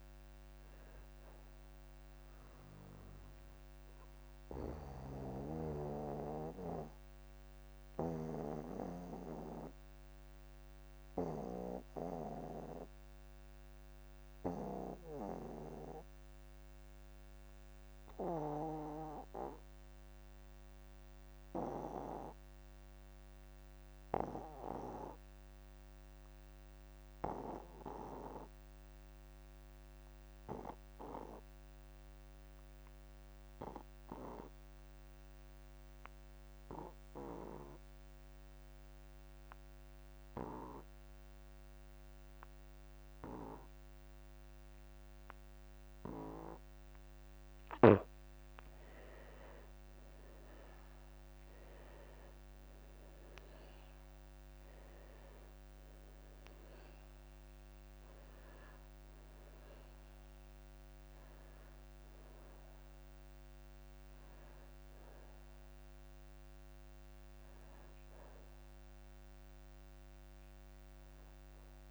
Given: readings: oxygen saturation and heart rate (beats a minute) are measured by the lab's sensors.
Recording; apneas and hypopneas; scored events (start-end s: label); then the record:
breathing in sleep by a microphone on the trachea; 1
0.00-17.50 s: oxygen desaturation (device-marked, oxygen 76% lowest)
5.00-48.00 s: obstructive apnea (oxygen 96% before, 73% lowest)
18.00-20.00 s: long interval between heartbeats (device-marked)
29.50-71.91 s: oxygen desaturation (device-marked, oxygen 99% before, 73% lowest)
32.00-34.00 s: long interval between heartbeats (device-marked)
50.00-53.50 s: arousal
From the record:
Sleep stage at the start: N2 (light sleep); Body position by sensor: on the back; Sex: male